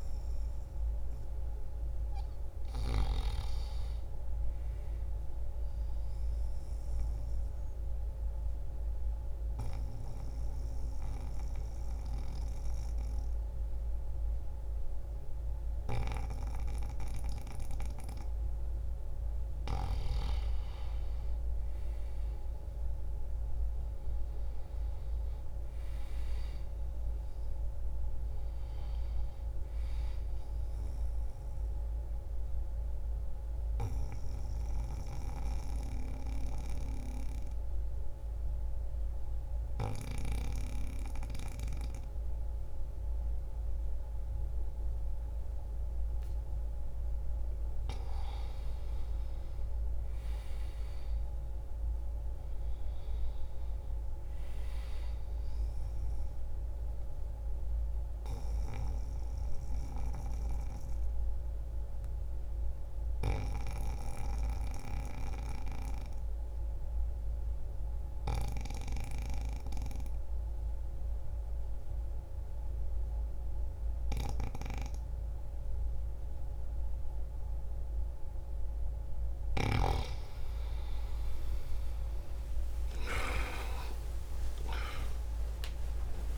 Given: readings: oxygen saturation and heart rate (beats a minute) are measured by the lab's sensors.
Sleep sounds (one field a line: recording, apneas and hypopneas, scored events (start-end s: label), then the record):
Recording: breathing in sleep by a room microphone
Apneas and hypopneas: 3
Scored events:
0.00-1.00 s: arousal
4.00-19.00 s: oxygen desaturation (device-marked, oxygen 96% before, 91% lowest, heart rate 63 before, 60 extreme)
6.00-20.50 s: mixed apnea (oxygen 96% before, 91% lowest, heart rate 63 before, 60 extreme, up 5 after)
21.50-26.00 s: arousal
32.00-47.00 s: oxygen desaturation (device-marked, oxygen 95% before, 91% lowest, heart rate 62 before, 59 extreme)
32.50-48.00 s: mixed apnea (oxygen 96% before, 91% lowest, heart rate 62 before, 59 extreme, up 4 after)
49.00-53.00 s: arousal
58.00-78.00 s: obstructive apnea (oxygen 96% before, 90% lowest, heart rate 62 before, 59 extreme)
81.00-86.38 s: new sleep stage, awake
From the record:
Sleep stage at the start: N2 (light sleep)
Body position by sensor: on the back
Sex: male